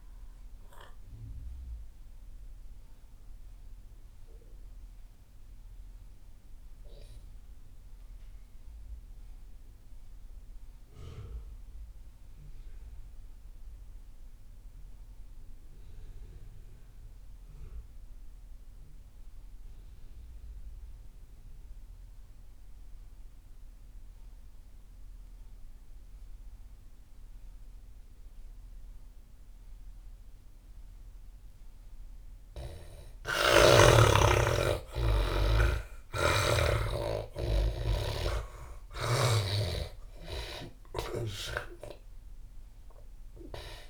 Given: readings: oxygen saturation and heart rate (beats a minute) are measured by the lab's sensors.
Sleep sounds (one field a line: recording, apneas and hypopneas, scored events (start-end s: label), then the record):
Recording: breathing in sleep by a room microphone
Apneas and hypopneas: 1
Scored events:
0.00-6.50 s: oxygen desaturation (device-marked, oxygen 82% lowest)
1.00-33.00 s: mixed apnea (oxygen 98% before, 82% lowest)
29.50-43.90 s: oxygen desaturation (device-marked, oxygen 98% before, 84% lowest)
34.00-39.50 s: arousal
From the record:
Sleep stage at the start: N2 (light sleep)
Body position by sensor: on the back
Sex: male